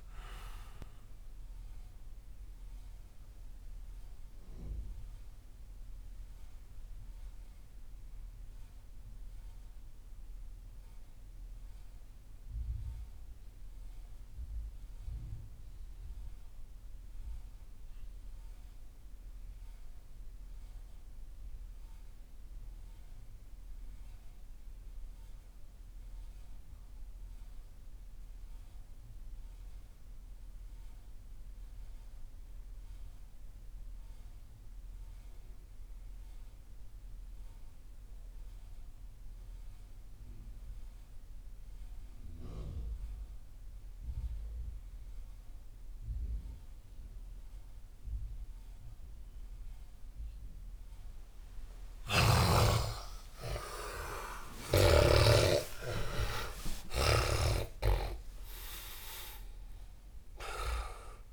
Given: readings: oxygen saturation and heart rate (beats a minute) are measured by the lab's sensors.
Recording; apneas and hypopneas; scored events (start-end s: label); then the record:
breathing in sleep by a room microphone; 1
0.00-16.00 s: oxygen desaturation (device-marked, oxygen 67% lowest)
2.50-51.50 s: mixed apnea (oxygen 90% before, 67% lowest)
26.00-61.33 s: oxygen desaturation (device-marked, oxygen 97% before, 67% lowest)
52.50-57.00 s: arousal
From the record:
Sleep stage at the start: REM sleep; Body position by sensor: on the left side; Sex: male